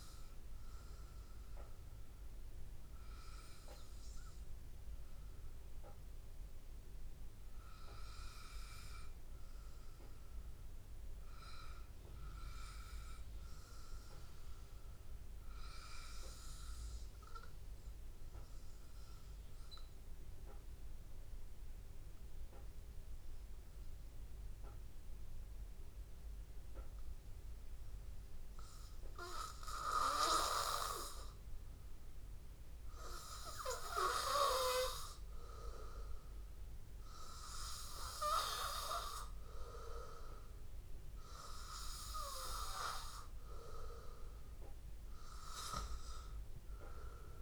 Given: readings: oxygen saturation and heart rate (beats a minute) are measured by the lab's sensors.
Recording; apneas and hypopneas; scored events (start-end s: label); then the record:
breathing in sleep by a room microphone; 1
0.00-2.50 s: oxygen desaturation (device-marked, oxygen 93% lowest, heart rate 82 extreme)
5.00-27.50 s: obstructive apnea (oxygen 98% before, 94% lowest, heart rate 84 before, 81 extreme, up 0 after)
34.00-37.50 s: arousal
From the record:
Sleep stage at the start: N2 (light sleep); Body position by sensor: on the back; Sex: male